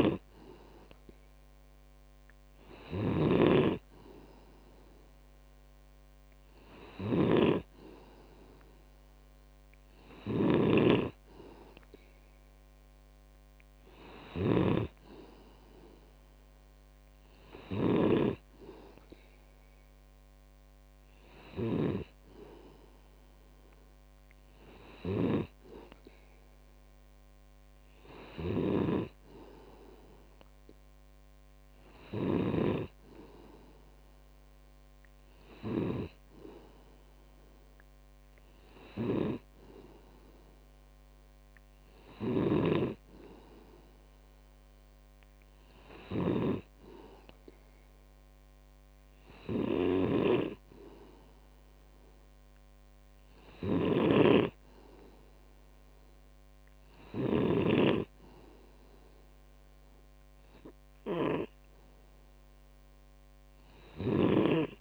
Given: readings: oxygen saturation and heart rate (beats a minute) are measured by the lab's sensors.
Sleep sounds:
breathing in sleep by a microphone on the trachea; none
0.00-15.00 s: snoring (device-marked)
21.50-33.00 s: snoring (device-marked)
39.00-58.00 s: snoring (device-marked)
From the record:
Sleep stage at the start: N2 (light sleep); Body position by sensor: on the back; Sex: male

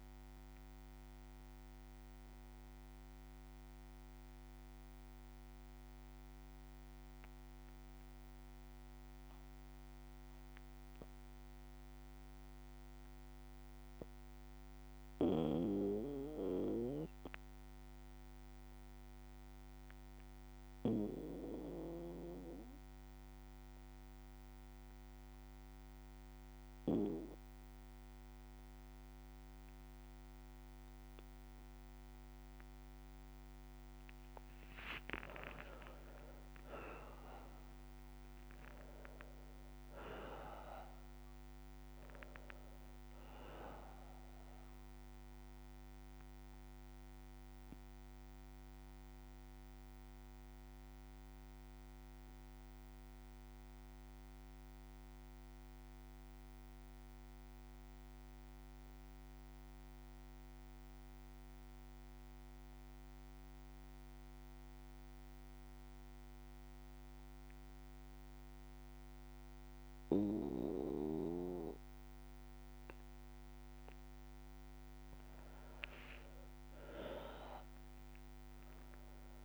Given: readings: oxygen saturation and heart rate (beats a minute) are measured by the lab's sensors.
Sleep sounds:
breathing in sleep by a microphone on the trachea; 2
0.00-14.50 s: oxygen desaturation (device-marked, oxygen 92% lowest, heart rate 57 extreme)
0.00-31.50 s: bradycardia (device-marked, heart rate 57 extreme)
2.50-33.50 s: obstructive apnea (oxygen 99% before, 92% lowest, heart rate 64 before, 56 extreme, up 3 after)
34.50-63.50 s: oxygen desaturation (device-marked, oxygen 98% before, 92% lowest, heart rate 59 before, 55 extreme)
35.00-40.50 s: arousal
45.50-72.50 s: bradycardia (device-marked, heart rate 61 before, 55 extreme)
47.50-73.50 s: obstructive apnea (oxygen 99% before, 92% lowest, heart rate 60 before, 55 extreme, up 5 after)
75.50-79.45 s: arousal
77.50-79.45 s: oxygen desaturation (device-marked, oxygen 98% before, 93% lowest, heart rate 57 before, 56 extreme)
From the record:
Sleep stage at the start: N2 (light sleep); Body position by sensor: on the back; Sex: male

